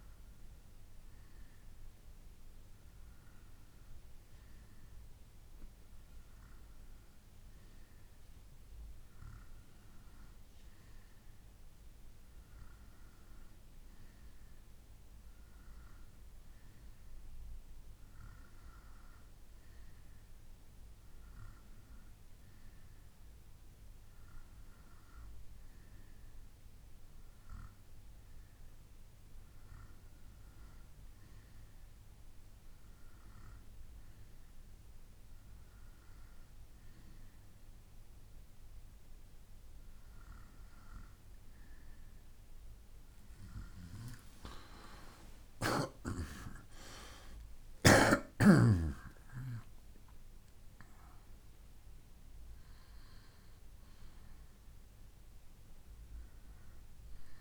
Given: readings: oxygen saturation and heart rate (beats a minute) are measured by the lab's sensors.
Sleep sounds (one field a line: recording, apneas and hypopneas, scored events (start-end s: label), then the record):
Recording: breathing in sleep by a room microphone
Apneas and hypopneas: none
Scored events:
45.50-50.00 s: arousal
From the record:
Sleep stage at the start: N2 (light sleep)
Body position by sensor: on the right side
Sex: male